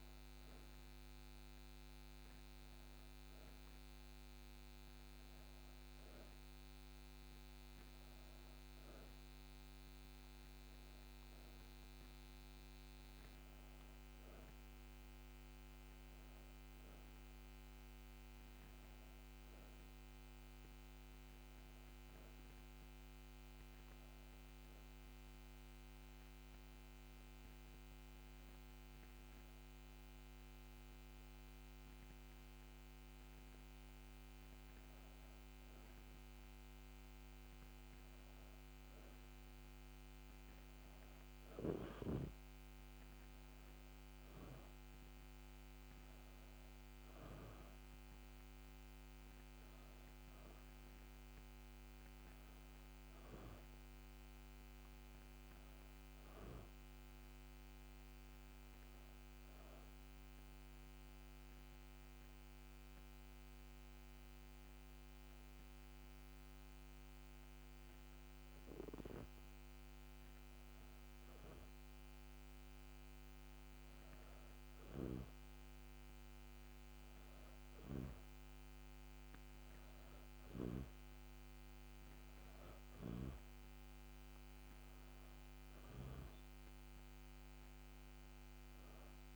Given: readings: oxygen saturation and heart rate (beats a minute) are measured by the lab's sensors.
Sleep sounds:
breathing in sleep, hard to hear, by a microphone on the trachea; 1
52.00-56.00 s: arousal
61.50-72.50 s: hypopnea (oxygen 97% before, 94% lowest, heart rate 75 before, 75 extreme, up 22 after)
74.50-78.00 s: arousal
From the record:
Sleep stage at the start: N2 (light sleep); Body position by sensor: on the back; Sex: female

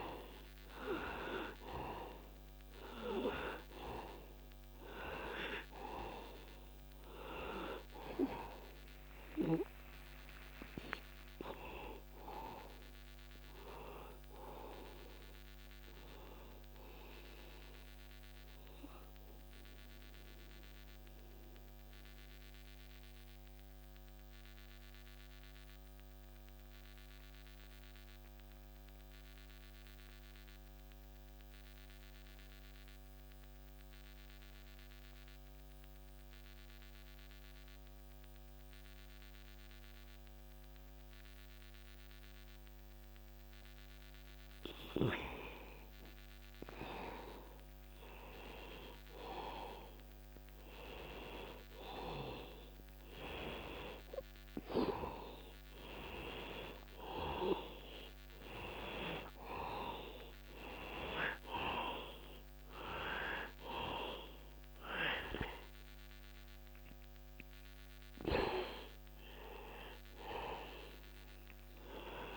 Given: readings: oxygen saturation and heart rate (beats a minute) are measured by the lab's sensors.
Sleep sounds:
breathing in sleep by a microphone on the trachea; 1
0.00-32.00 s: oxygen desaturation (device-marked, oxygen 86% lowest, heart rate 62 extreme)
13.00-17.50 s: arousal
20.50-44.00 s: central apnea (oxygen 96% before, 85% lowest, heart rate 63 before, 62 extreme, up 0 after)
46.50-52.00 s: arousal
63.00-72.37 s: oxygen desaturation (device-marked, oxygen 95% before, 85% lowest, heart rate 62 before, 61 extreme)
From the record:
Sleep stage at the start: N2 (light sleep); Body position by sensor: on the back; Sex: male

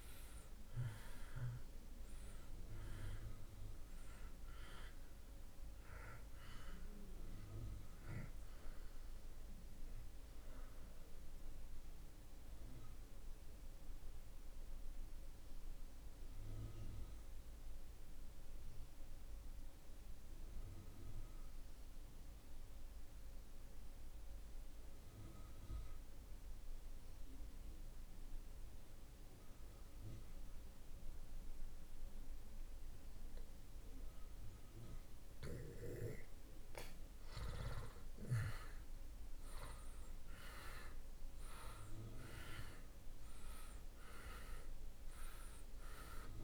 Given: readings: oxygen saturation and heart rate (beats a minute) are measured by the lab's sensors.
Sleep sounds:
breathing in sleep by a room microphone; 1
0.00-1.50 s: arousal
0.00-30.00 s: oxygen desaturation (device-marked, oxygen 79% lowest)
14.00-35.50 s: mixed apnea (oxygen 97% before, 76% lowest)
37.50-42.50 s: arousal
40.00-46.44 s: oxygen desaturation (device-marked, oxygen 96% before, 76% lowest)
From the record:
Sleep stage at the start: N2 (light sleep); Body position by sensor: on the back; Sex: male

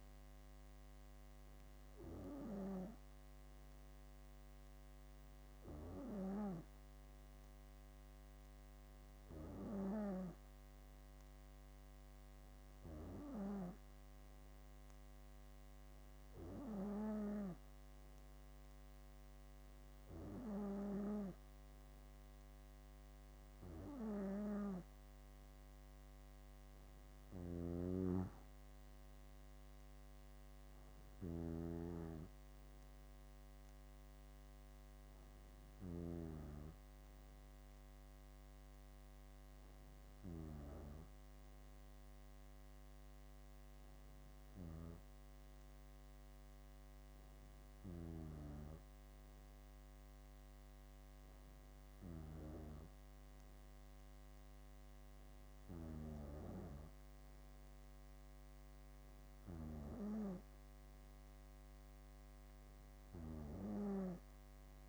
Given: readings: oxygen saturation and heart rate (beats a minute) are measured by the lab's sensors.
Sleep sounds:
breathing in sleep by a microphone on the trachea; none
27.00-36.00 s: snoring (device-marked)
From the record:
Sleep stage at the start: N2 (light sleep); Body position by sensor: on the back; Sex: female

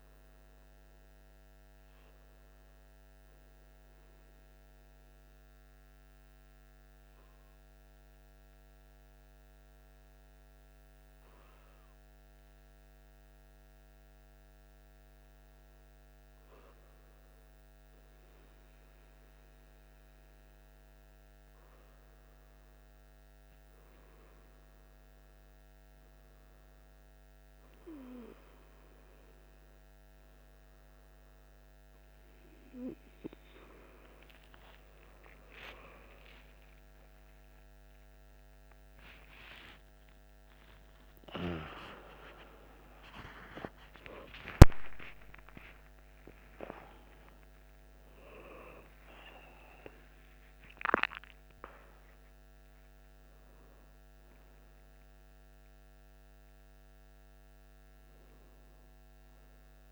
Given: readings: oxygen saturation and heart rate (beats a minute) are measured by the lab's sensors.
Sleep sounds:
a person awake in a sleep study, by a microphone on the trachea; 1
4.00-15.50 s: obstructive apnea (oxygen 100% before, 96% lowest, heart rate 53 before, 50 extreme, up 2 after)
19.50-49.50 s: new sleep stage, awake
49.50-59.92 s: new sleep stage, N1 (lightest sleep)
From the record:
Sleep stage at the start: N1 (lightest sleep); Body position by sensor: on the back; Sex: male

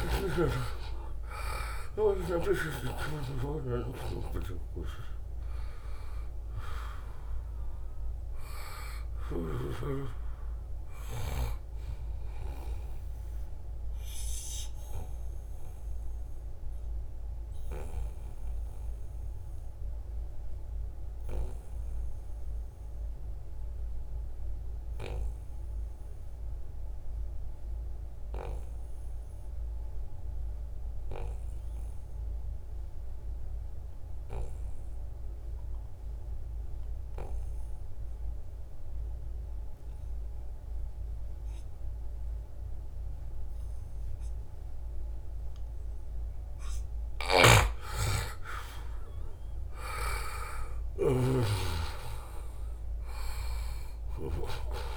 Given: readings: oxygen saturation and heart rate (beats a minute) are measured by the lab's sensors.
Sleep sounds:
breathing in sleep by a room microphone; 1
0.00-2.00 s: arousal
0.00-20.00 s: oxygen desaturation (device-marked, oxygen 89% lowest, heart rate 68 extreme)
13.00-46.50 s: obstructive apnea (oxygen 98% before, 87% lowest, heart rate 77 before, 68 extreme, up 7 after)
38.00-54.97 s: oxygen desaturation (device-marked, oxygen 98% before, 87% lowest, heart rate 74 before, 68 extreme)
47.00-51.50 s: snoring (device-marked)
47.50-51.00 s: arousal
From the record:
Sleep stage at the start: N2 (light sleep); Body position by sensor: on the back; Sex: male

